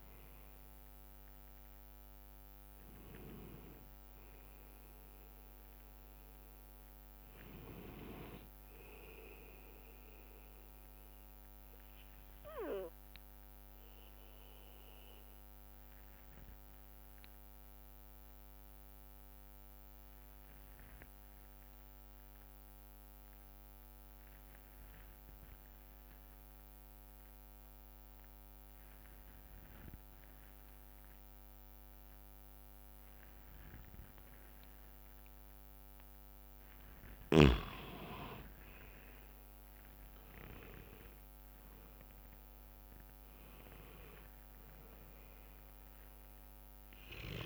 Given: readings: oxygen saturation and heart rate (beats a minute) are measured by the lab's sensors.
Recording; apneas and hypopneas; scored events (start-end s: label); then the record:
breathing in sleep by a microphone on the trachea; 1
0.00-4.50 s: drop in pulse transit time (device-marked, heart rate 73 extreme)
0.00-11.50 s: oxygen desaturation (device-marked, oxygen 83% lowest, heart rate 56 extreme)
7.50-21.50 s: bradycardia (device-marked, heart rate 70 before, 56 extreme)
13.50-35.50 s: obstructive apnea (oxygen 99% before, 88% lowest, heart rate 70 before, 56 extreme, up 25 after)
31.50-47.45 s: oxygen desaturation (device-marked, oxygen 99% before, 88% lowest, heart rate 59 before, 56 extreme)
37.00-41.50 s: arousal
37.50-39.50 s: long interval between heartbeats (device-marked, heart rate 61 before, 70 extreme)
42.00-44.00 s: long interval between heartbeats (device-marked, heart rate 64 before, 86 extreme)
From the record:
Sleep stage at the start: N2 (light sleep); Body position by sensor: on the back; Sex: male